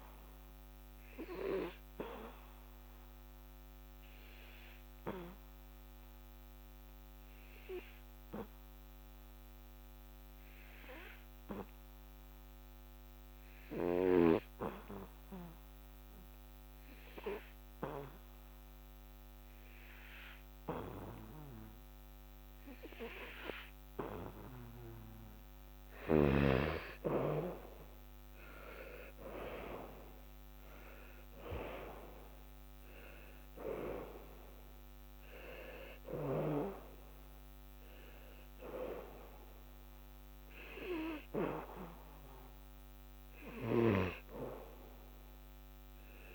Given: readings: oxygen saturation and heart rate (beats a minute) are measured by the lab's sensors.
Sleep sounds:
breathing in sleep by a microphone on the trachea; 1
0.00-10.00 s: oxygen desaturation (device-marked, oxygen 91% lowest, heart rate 69 extreme)
2.50-24.00 s: obstructive apnea (oxygen 99% before, 90% lowest, heart rate 80 before, 69 extreme, up 13 after)
25.00-46.35 s: oxygen desaturation (device-marked, oxygen 98% before, 90% lowest, heart rate 75 before, 70 extreme)
26.50-29.50 s: arousal
From the record:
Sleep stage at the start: N2 (light sleep); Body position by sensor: on the back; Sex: male

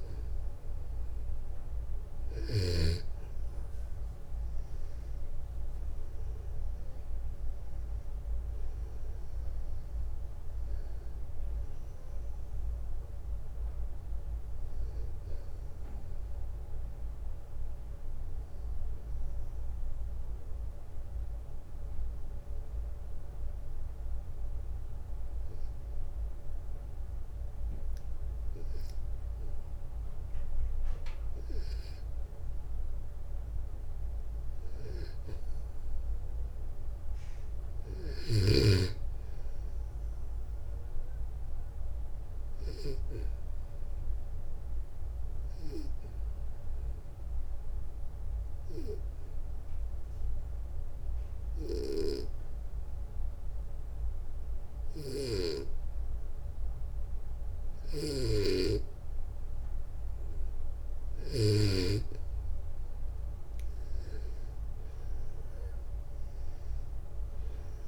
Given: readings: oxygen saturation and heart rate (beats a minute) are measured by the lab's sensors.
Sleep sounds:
breathing in sleep by a room microphone; 2
2.00-26.00 s: oxygen desaturation (device-marked, oxygen 97% before, 92% lowest, heart rate 62 before, 62 extreme)
19.00-31.00 s: hypopnea (oxygen 97% before, 90% lowest, heart rate 67 before, 61 extreme, up 4 after)
34.00-37.50 s: arousal
37.50-42.50 s: snoring (device-marked)
40.00-49.00 s: oxygen desaturation (device-marked, oxygen 97% before, 93% lowest, heart rate 64 before, 61 extreme)
43.00-59.50 s: obstructive apnea (oxygen 97% before, 90% lowest, heart rate 64 before, 59 extreme, up 8 after)
54.00-61.00 s: snoring (device-marked)
63.00-67.88 s: oxygen desaturation (device-marked, oxygen 96% before, 90% lowest, heart rate 63 before, 57 extreme)
65.00-67.88 s: arousal
From the record:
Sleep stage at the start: N2 (light sleep); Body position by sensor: on the back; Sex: male

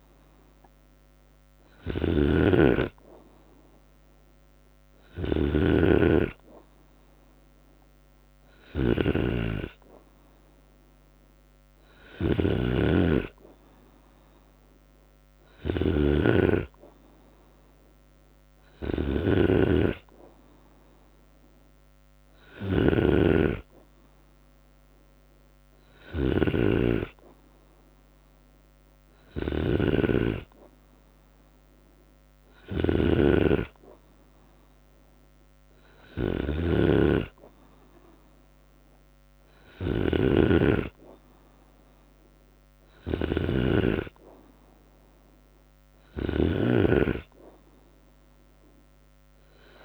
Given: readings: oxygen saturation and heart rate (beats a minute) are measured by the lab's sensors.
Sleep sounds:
breathing in sleep by a microphone on the trachea; none
0.00-46.00 s: snoring (device-marked)
6.50-8.50 s: long interval between heartbeats (device-marked, heart rate 72 before, 76 extreme)
46.00-49.85 s: drop in pulse transit time (device-marked, heart rate 79 before, 76 extreme)
48.00-49.85 s: long interval between heartbeats (device-marked, heart rate 79 before, 83 extreme)
From the record:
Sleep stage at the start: N2 (light sleep); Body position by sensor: on the right side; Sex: male

